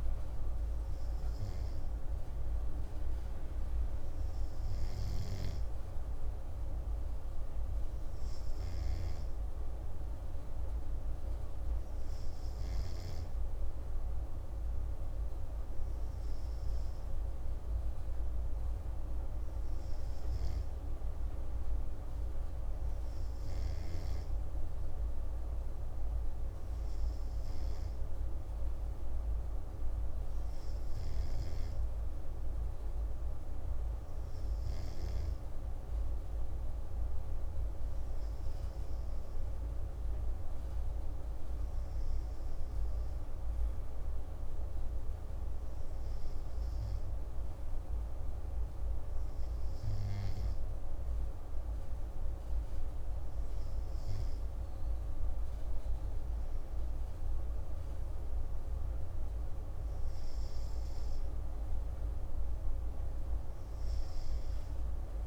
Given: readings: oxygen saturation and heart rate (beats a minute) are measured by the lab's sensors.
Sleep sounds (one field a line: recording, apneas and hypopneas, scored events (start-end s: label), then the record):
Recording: breathing in sleep, hard to hear, by a room microphone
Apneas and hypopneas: none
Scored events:
none scored
From the record:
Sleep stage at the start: N2 (light sleep)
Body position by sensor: on the right side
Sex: male